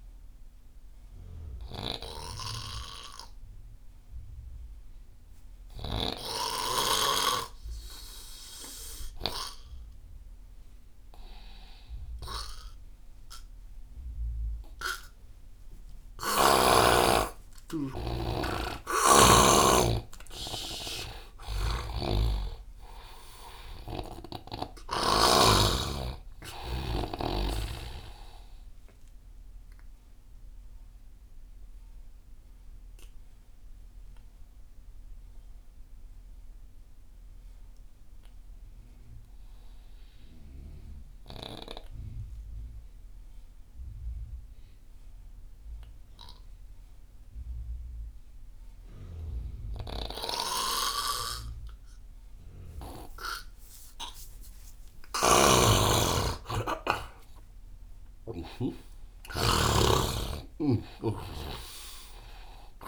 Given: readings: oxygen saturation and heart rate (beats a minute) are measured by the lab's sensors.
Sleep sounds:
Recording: breathing in sleep by a room microphone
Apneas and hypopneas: 2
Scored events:
3.00-16.50 s: hypopnea (oxygen 99% before, 87% lowest)
3.00-42.00 s: oxygen desaturation (device-marked, oxygen 99% before, 87% lowest)
20.00-23.50 s: arousal
21.50-25.50 s: snoring (device-marked)
29.50-52.50 s: obstructive apnea (oxygen 98% before, 87% lowest)
51.00-59.00 s: snoring (device-marked)
53.00-62.88 s: oxygen desaturation (device-marked, oxygen 98% before, 87% lowest)
53.50-57.50 s: arousal
From the record:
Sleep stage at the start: N2 (light sleep)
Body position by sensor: on the right side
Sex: male

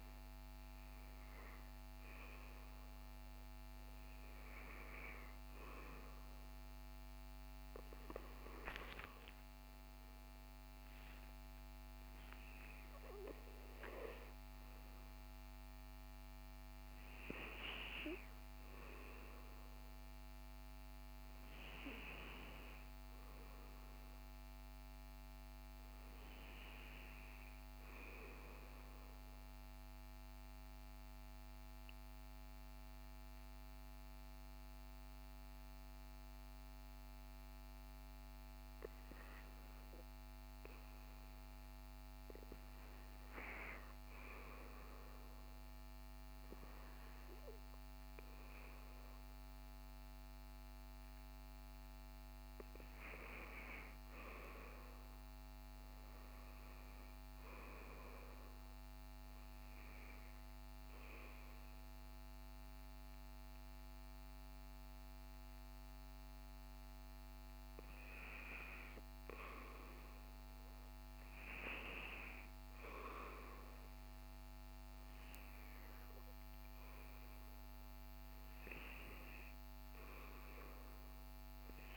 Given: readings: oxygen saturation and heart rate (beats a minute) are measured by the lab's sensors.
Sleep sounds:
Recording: breathing in sleep by a microphone on the trachea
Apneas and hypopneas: 2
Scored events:
0.00-1.50 s: oxygen desaturation (device-marked, oxygen 91% lowest, heart rate 63 extreme)
7.00-11.00 s: arousal
28.00-38.00 s: obstructive apnea (oxygen 97% before, 93% lowest, heart rate 70 before, 63 extreme, up 6 after)
41.00-45.00 s: arousal
50.50-64.50 s: oxygen desaturation (device-marked, oxygen 97% before, 94% lowest, heart rate 67 before, 65 extreme)
60.00-70.00 s: obstructive apnea (oxygen 97% before, 93% lowest, heart rate 68 before, 66 extreme, up 9 after)
74.00-78.00 s: arousal
From the record:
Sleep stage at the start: REM sleep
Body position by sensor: on the back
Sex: male

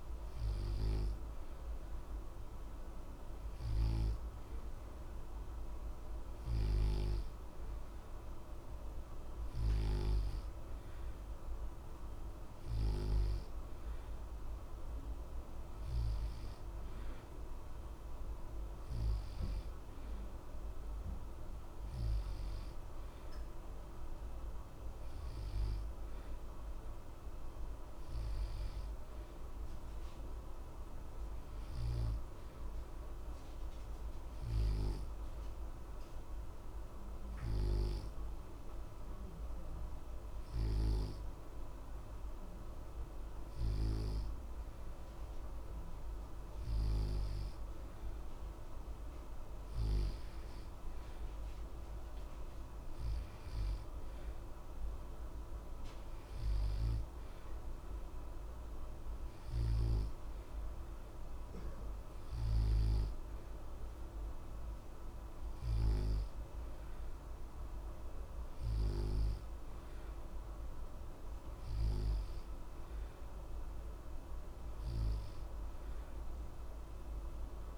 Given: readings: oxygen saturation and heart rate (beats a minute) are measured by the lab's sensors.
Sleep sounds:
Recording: breathing in sleep by a room microphone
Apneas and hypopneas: none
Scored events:
none scored
From the record:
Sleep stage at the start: N2 (light sleep)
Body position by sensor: on the back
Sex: male

